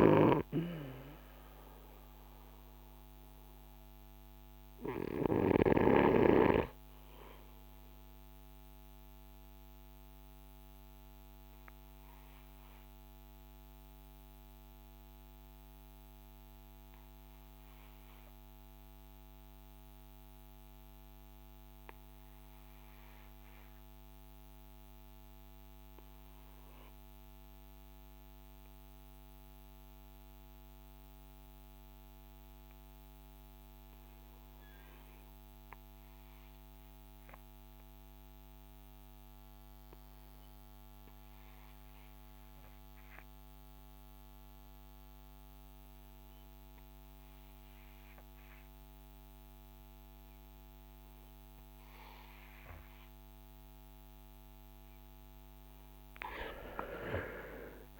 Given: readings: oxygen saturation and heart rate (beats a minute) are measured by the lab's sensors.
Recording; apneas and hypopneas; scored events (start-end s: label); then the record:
breathing in sleep by a microphone on the trachea; 1
2.00-53.50 s: mixed apnea (oxygen 88% before, 70% lowest, heart rate 63 before, 45 extreme, up 19 after)
10.00-29.00 s: oxygen desaturation (device-marked, oxygen 86% before, 77% lowest, heart rate 63 before, 45 extreme)
43.00-58.00 s: oxygen desaturation (device-marked, oxygen 96% before, 70% lowest, heart rate 52 before, 54 extreme)
55.50-58.00 s: arousal
From the record:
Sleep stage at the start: REM sleep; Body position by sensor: on the front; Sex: male